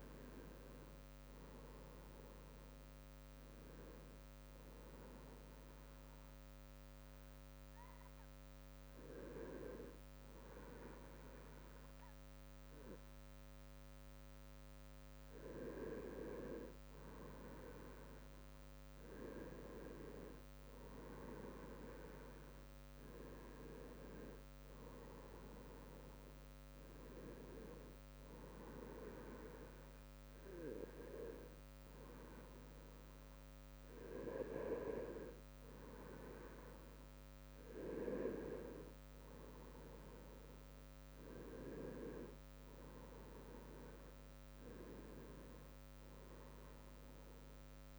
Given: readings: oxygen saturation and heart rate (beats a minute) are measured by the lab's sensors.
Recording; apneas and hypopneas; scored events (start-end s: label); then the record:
breathing in sleep by a microphone on the trachea; 1
5.50-15.50 s: hypopnea (oxygen 97% before, 95% lowest, heart rate 68 before, 64 extreme, up 5 after)
6.00-47.98 s: new sleep stage, N2 (light sleep)
21.50-26.00 s: arousal
46.00-47.98 s: arousal
From the record:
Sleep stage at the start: N1 (lightest sleep); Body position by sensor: on the right side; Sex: male